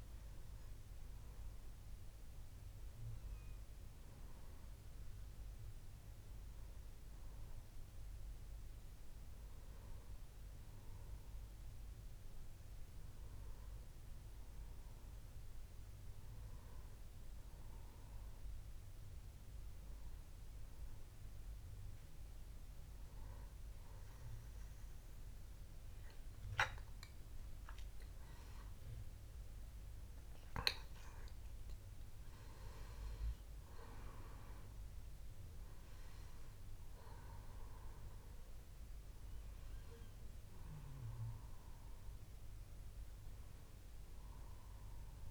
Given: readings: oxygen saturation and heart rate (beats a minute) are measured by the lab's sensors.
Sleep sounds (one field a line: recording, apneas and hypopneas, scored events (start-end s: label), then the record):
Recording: breathing in sleep by a room microphone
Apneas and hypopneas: 1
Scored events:
12.50-15.50 s: arousal
17.50-28.50 s: hypopnea (oxygen 98% before, 96% lowest, heart rate 70 before, 64 extreme, up 9 after)
30.00-33.50 s: arousal
From the record:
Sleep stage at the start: N1 (lightest sleep)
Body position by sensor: on the back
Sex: male